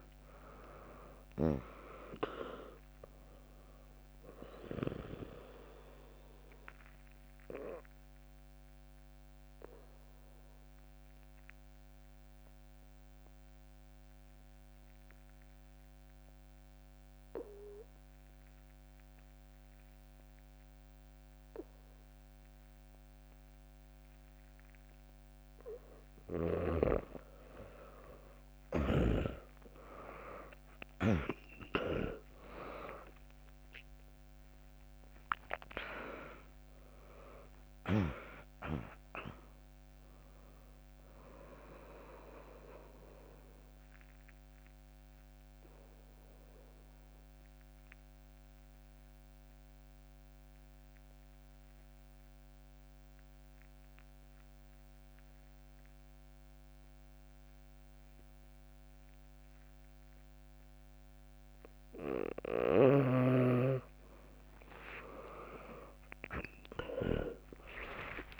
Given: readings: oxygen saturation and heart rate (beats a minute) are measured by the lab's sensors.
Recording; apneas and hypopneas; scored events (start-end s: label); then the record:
breathing in sleep by a microphone on the trachea; 2
0.00-10.00 s: drop in pulse transit time (device-marked, heart rate 61 extreme)
5.50-26.00 s: obstructive apnea (oxygen 99% before, 96% lowest, heart rate 71 before, 60 extreme)
28.00-32.50 s: arousal
32.00-44.00 s: drop in pulse transit time (device-marked, heart rate 72 before, 63 extreme)
33.00-44.00 s: oxygen desaturation (device-marked, oxygen 100% before, 96% lowest, heart rate 71 before, 61 extreme)
43.00-61.50 s: obstructive apnea (oxygen 100% before, 96% lowest, heart rate 73 before, 61 extreme, up 3 after)
64.00-68.00 s: arousal
67.00-68.40 s: drop in pulse transit time (device-marked, heart rate 64 before, 63 extreme)
From the record:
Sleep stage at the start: N2 (light sleep); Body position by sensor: on the back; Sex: female